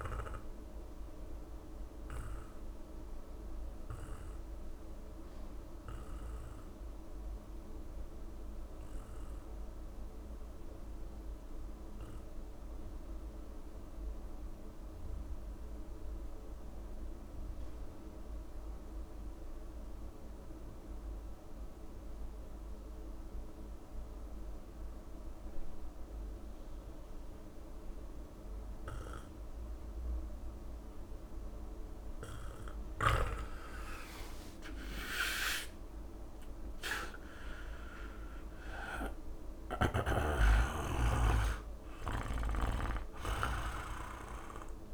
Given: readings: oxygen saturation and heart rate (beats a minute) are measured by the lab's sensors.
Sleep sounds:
breathing in sleep by a room microphone; 1
0.00-12.00 s: oxygen desaturation (device-marked, oxygen 86% lowest)
0.50-30.50 s: obstructive apnea (oxygen 99% before, 86% lowest)
27.00-44.94 s: oxygen desaturation (device-marked, oxygen 99% before, 86% lowest)
33.50-37.50 s: arousal
From the record:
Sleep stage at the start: N2 (light sleep); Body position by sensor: on the back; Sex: male

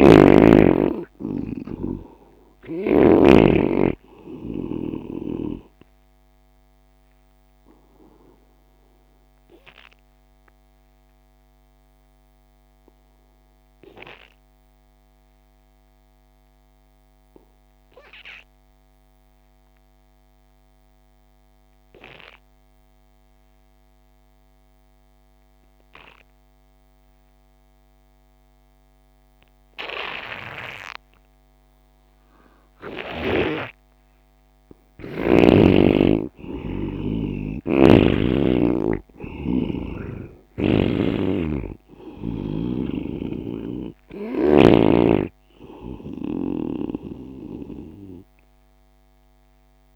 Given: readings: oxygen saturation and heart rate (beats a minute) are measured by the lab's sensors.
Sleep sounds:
breathing in sleep by a microphone on the trachea; 1
0.00-1.00 s: arousal
0.00-3.50 s: snoring (device-marked)
0.00-18.50 s: oxygen desaturation (device-marked, oxygen 87% lowest)
10.00-34.50 s: obstructive apnea (oxygen 99% before, 80% lowest)
33.50-49.96 s: oxygen desaturation (device-marked, oxygen 97% before, 80% lowest)
35.50-40.50 s: arousal
From the record:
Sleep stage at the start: N2 (light sleep); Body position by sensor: on the right side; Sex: male

